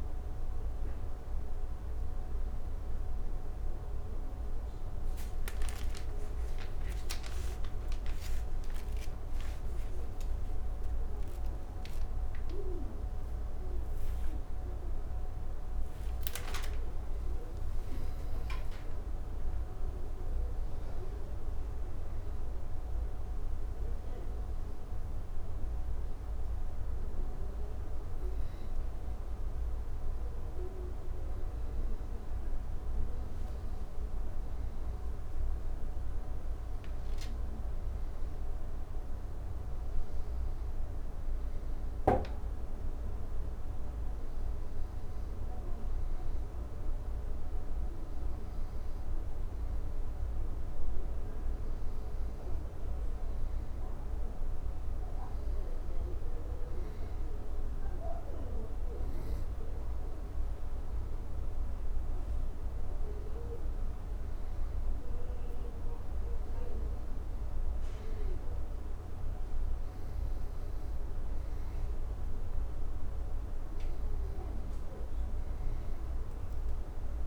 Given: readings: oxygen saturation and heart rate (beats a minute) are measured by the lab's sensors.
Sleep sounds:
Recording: a person awake in a sleep study, hard to hear, by a room microphone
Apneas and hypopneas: none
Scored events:
none scored
From the record:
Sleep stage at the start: awake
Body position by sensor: on the back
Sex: male

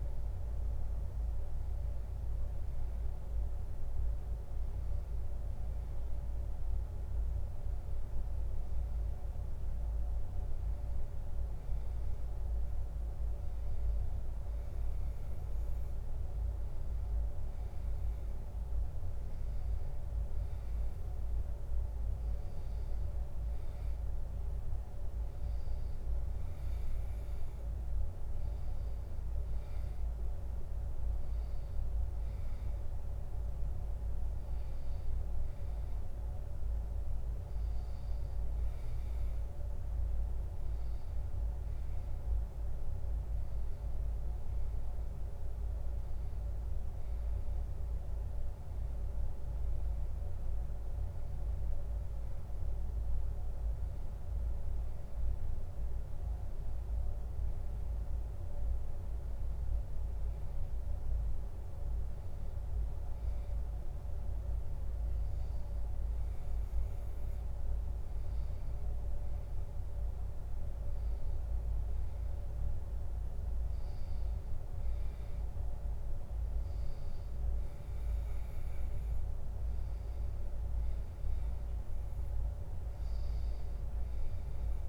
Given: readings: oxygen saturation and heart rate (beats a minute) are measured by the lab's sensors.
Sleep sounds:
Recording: breathing in sleep, hard to hear, by a room microphone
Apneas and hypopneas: none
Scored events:
none scored
From the record:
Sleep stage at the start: N2 (light sleep)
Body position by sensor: on the back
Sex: male

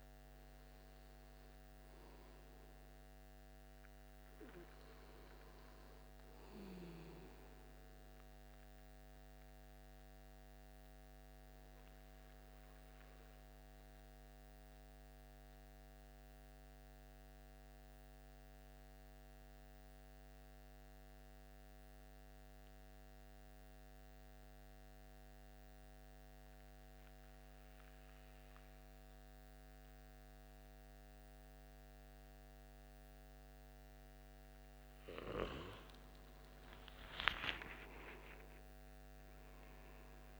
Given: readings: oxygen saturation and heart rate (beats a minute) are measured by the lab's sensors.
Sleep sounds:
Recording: breathing in sleep by a microphone on the trachea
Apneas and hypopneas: 1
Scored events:
0.00-21.50 s: oxygen desaturation (device-marked, oxygen 91% lowest, heart rate 73 extreme)
8.00-32.50 s: mixed apnea (oxygen 97% before, 91% lowest, heart rate 80 before, 73 extreme, up 6 after)
35.50-40.40 s: arousal
From the record:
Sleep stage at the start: N2 (light sleep)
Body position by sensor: on the right side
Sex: male

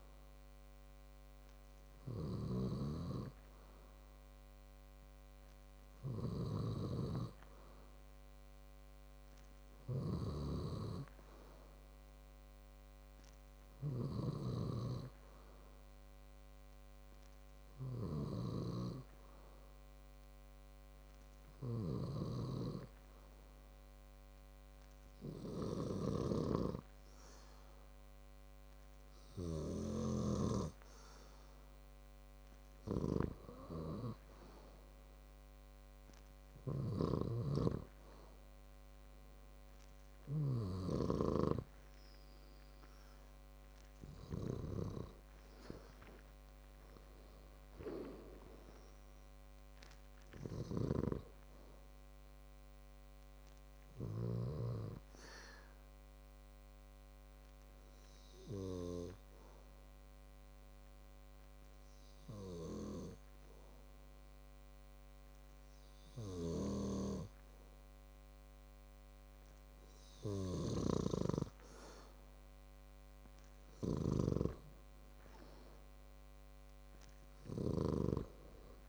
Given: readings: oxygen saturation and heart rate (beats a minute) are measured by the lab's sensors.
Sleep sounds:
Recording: breathing in sleep by a microphone on the trachea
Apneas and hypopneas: 2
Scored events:
0.00-31.50 s: snoring (device-marked)
22.00-34.00 s: obstructive apnea (oxygen 96% before, 94% lowest, heart rate 60 before, 58 extreme, up 9 after)
35.00-38.00 s: arousal
37.50-41.50 s: snoring (device-marked)
51.50-55.50 s: snoring (device-marked)
59.50-73.50 s: obstructive apnea (oxygen 95% before, 94% lowest, heart rate 62 before, 56 extreme, up 8 after)
71.50-78.89 s: snoring (device-marked)
74.00-77.50 s: arousal
From the record:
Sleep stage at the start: N2 (light sleep)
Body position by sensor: on the back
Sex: male

